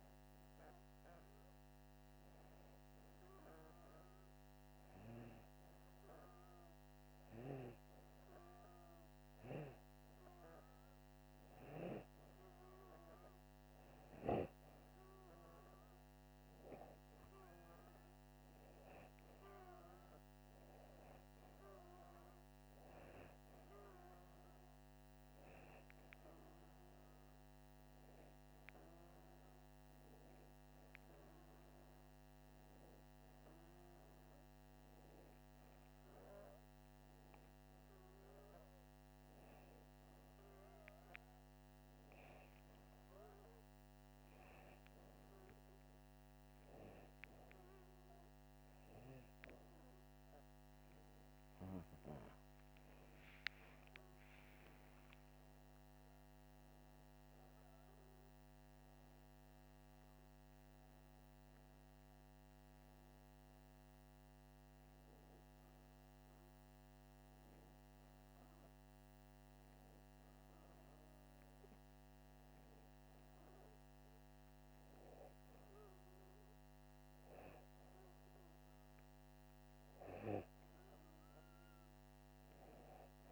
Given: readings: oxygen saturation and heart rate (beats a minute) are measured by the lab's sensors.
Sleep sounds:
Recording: breathing in sleep by a microphone on the trachea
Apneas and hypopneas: none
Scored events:
52.50-55.50 s: arousal
From the record:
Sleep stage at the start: N2 (light sleep)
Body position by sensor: upright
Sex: male

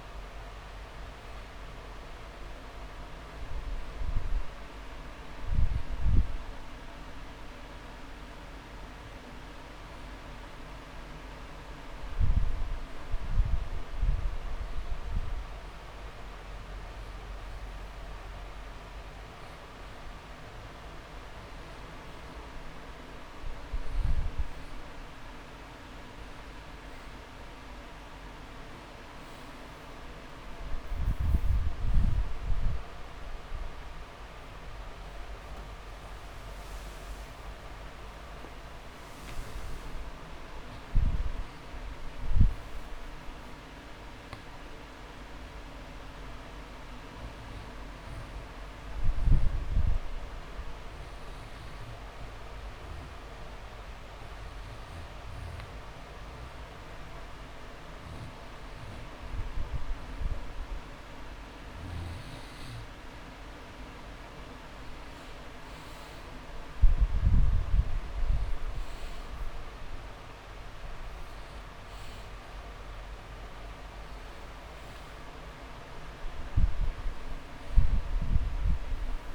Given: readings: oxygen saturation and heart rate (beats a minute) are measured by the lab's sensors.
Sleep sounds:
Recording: breathing in sleep, hard to hear, by a room microphone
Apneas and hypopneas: 2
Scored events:
0.00-12.00 s: oxygen desaturation (device-marked, oxygen 92% lowest)
2.50-21.00 s: hypopnea (oxygen 99% before, 92% lowest)
22.50-25.00 s: arousal
46.00-60.00 s: hypopnea (oxygen 99% before, 94% lowest)
64.50-68.00 s: arousal
From the record:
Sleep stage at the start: N2 (light sleep)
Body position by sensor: on the back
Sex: male

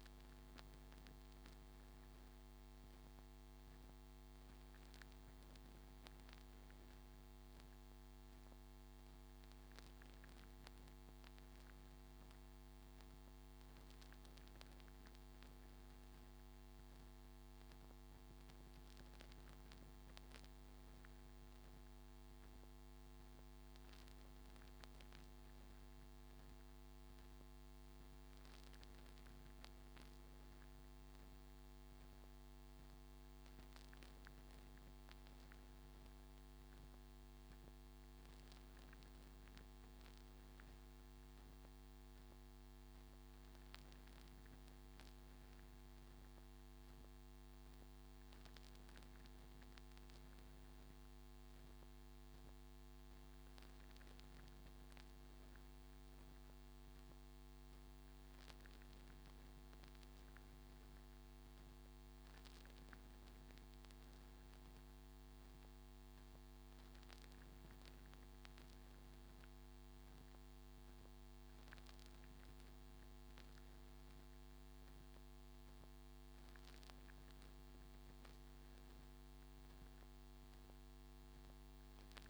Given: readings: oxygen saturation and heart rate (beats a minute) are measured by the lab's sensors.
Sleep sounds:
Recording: breathing in sleep, hard to hear, by a microphone on the trachea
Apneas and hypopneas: none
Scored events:
none scored
From the record:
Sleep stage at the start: N3 (deep sleep)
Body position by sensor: on the front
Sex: male

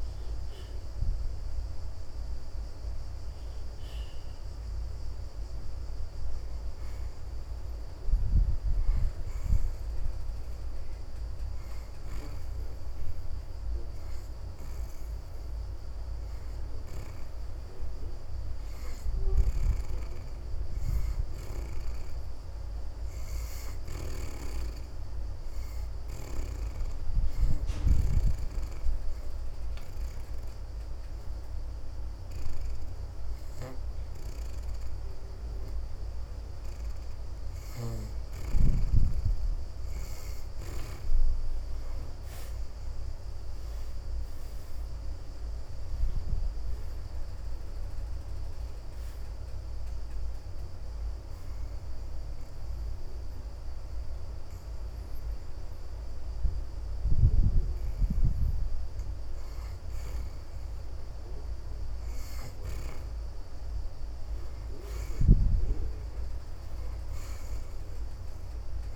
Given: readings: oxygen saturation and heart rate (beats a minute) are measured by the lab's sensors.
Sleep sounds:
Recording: breathing in sleep by a room microphone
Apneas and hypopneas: 3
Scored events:
0.00-20.50 s: oxygen desaturation (device-marked, oxygen 63% lowest, heart rate 59 extreme)
9.00-19.00 s: hypopnea (oxygen 78% before, 61% lowest, heart rate 83 before, 59 extreme, up 1 after)
21.50-24.50 s: arousal
27.50-38.50 s: hypopnea (oxygen 79% before, 61% lowest, heart rate 72 before, 55 extreme)
35.50-54.50 s: oxygen desaturation (device-marked, oxygen 78% before, 64% lowest, heart rate 71 before, 55 extreme)
41.50-45.50 s: arousal
51.00-61.00 s: obstructive apnea (oxygen 79% before, 61% lowest, heart rate 67 before, 55 extreme, up 27 after)
62.50-66.00 s: arousal
63.50-68.96 s: oxygen desaturation (device-marked, oxygen 72% before, 61% lowest, heart rate 67 before, 74 extreme)
From the record:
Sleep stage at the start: N2 (light sleep)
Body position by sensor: on the back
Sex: female

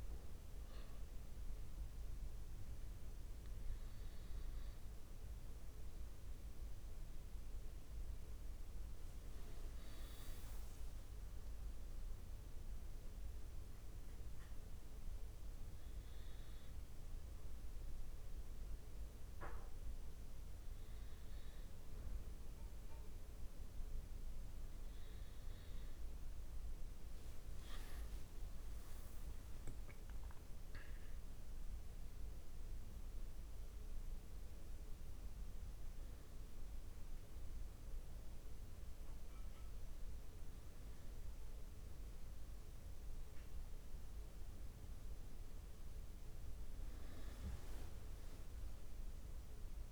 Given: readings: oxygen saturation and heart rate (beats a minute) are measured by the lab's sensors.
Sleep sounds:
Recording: a person awake in a sleep study, hard to hear, by a room microphone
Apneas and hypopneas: none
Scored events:
none scored
From the record:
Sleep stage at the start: awake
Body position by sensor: on the back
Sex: male

